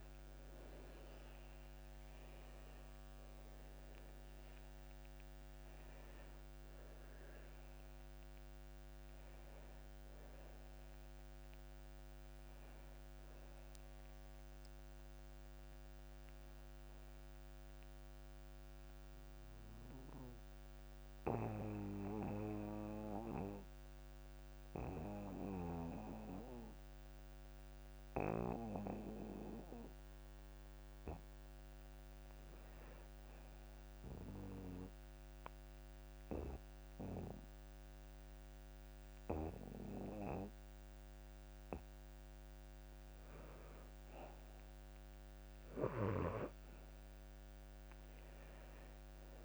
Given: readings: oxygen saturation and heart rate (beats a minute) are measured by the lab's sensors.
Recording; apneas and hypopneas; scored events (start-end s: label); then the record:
breathing in sleep by a microphone on the trachea; 1
0.00-1.00 s: arousal
0.00-32.50 s: oxygen desaturation (device-marked, oxygen 77% lowest)
19.50-41.50 s: obstructive apnea (oxygen 92% before, 77% lowest)
44.00-48.00 s: arousal
47.50-49.45 s: oxygen desaturation (device-marked, oxygen 99% before, 88% lowest)
From the record:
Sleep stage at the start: N2 (light sleep); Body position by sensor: on the back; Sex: male